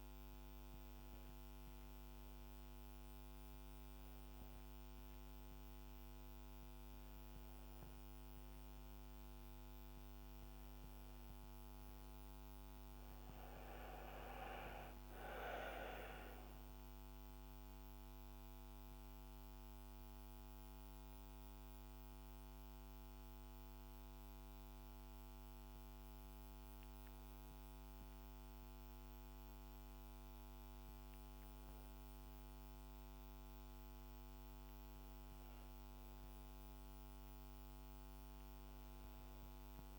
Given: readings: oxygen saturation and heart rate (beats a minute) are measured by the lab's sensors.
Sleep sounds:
breathing in sleep by a microphone on the trachea; 1
18.00-30.00 s: hypopnea (oxygen 98% before, 94% lowest, heart rate 73 before, 71 extreme, up 3 after)
32.00-36.00 s: arousal
From the record:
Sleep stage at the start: N1 (lightest sleep); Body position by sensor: on the back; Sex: female

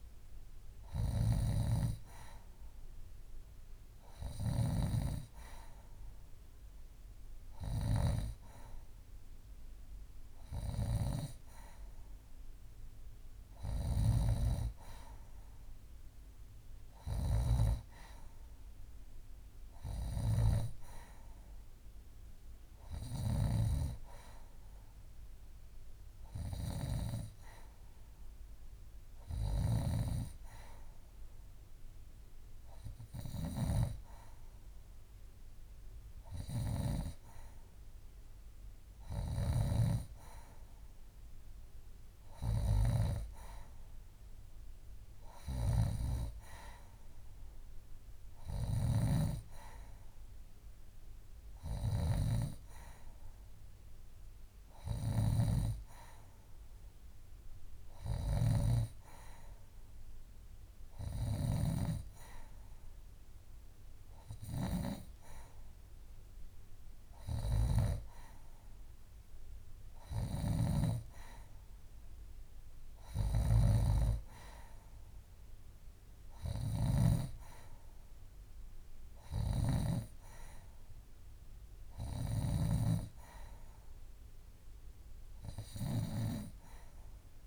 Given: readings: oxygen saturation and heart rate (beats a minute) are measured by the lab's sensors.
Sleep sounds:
breathing in sleep by a room microphone; none
none scored
From the record:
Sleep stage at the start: N2 (light sleep); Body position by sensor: on the left side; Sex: female

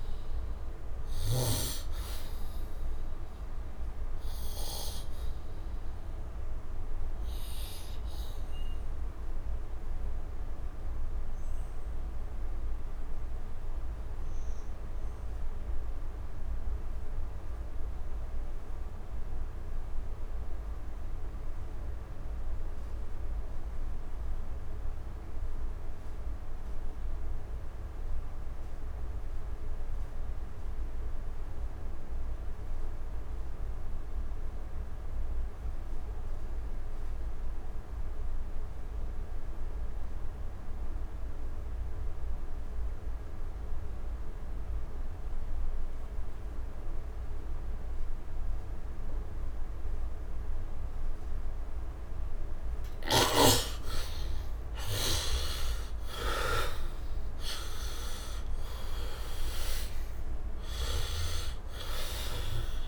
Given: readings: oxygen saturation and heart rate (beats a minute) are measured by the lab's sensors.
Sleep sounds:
breathing in sleep by a room microphone; 1
0.00-1.00 s: snoring (device-marked)
0.00-20.00 s: oxygen desaturation (device-marked, oxygen 76% lowest, heart rate 67 extreme)
1.00-51.00 s: obstructive apnea (oxygen 99% before, 63% lowest, heart rate 77 before, 66 extreme, up 11 after)
30.00-62.88 s: oxygen desaturation (device-marked, oxygen 100% before, 63% lowest, heart rate 71 before, 66 extreme)
53.50-57.00 s: arousal
From the record:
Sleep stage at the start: N2 (light sleep); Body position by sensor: on the back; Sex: male

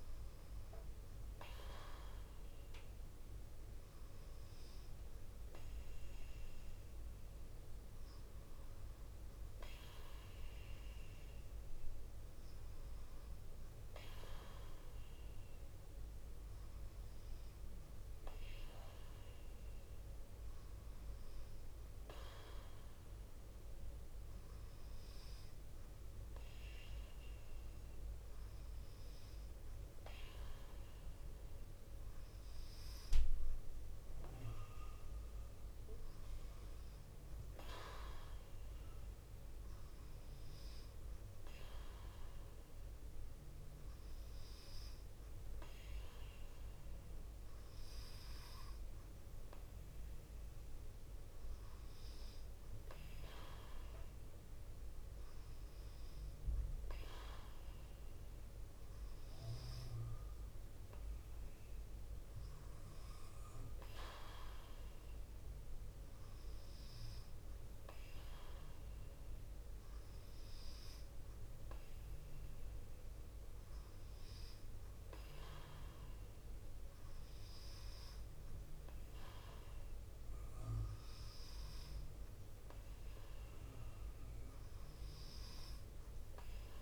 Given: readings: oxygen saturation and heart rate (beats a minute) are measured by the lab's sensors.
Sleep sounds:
breathing in sleep by a room microphone; none
none scored
From the record:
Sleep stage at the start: N2 (light sleep); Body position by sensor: on the left side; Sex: female

